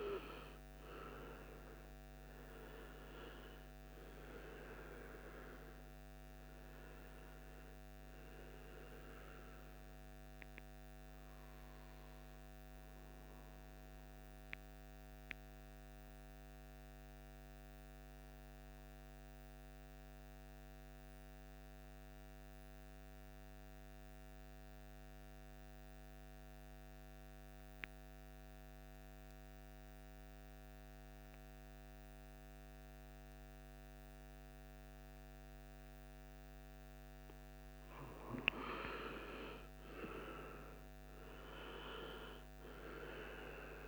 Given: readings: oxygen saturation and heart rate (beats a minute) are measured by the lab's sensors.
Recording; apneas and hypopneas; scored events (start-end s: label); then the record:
breathing in sleep by a microphone on the trachea; 1
0.00-4.50 s: arousal
3.50-24.50 s: oxygen desaturation (device-marked, oxygen 97% before, 92% lowest, heart rate 56 before, 50 extreme)
14.00-35.00 s: mixed apnea (oxygen 97% before, 91% lowest, heart rate 59 before, 51 extreme, up 17 after)
38.50-43.00 s: arousal
39.50-43.88 s: oxygen desaturation (device-marked, oxygen 98% before, 91% lowest, heart rate 54 before, 52 extreme)
From the record:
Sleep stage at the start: N2 (light sleep); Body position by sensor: on the right side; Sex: male